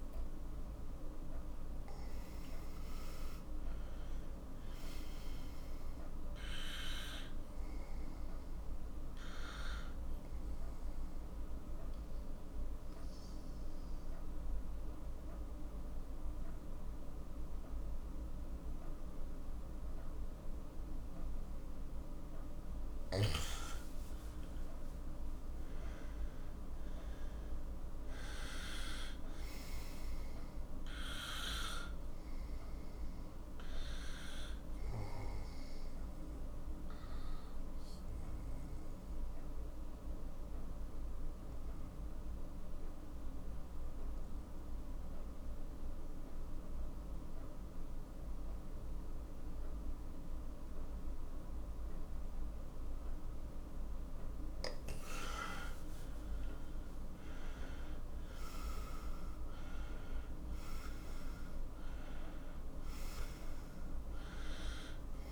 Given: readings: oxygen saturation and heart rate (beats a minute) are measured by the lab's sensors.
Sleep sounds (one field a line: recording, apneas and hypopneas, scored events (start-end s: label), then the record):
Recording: breathing in sleep by a room microphone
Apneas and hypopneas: 2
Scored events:
0.00-19.00 s: oxygen desaturation (device-marked, oxygen 91% lowest, heart rate 46 extreme)
10.50-22.50 s: obstructive apnea (oxygen 96% before, 90% lowest, heart rate 59 before, 49 extreme, up 15 after)
24.50-29.50 s: arousal
38.00-54.50 s: obstructive apnea (oxygen 97% before, 90% lowest, heart rate 57 before, 44 extreme, up 13 after)
55.00-65.31 s: oxygen desaturation (device-marked, oxygen 96% before, 90% lowest, heart rate 54 before, 44 extreme)
56.50-62.00 s: arousal
From the record:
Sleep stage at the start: N2 (light sleep)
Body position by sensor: on the right side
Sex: male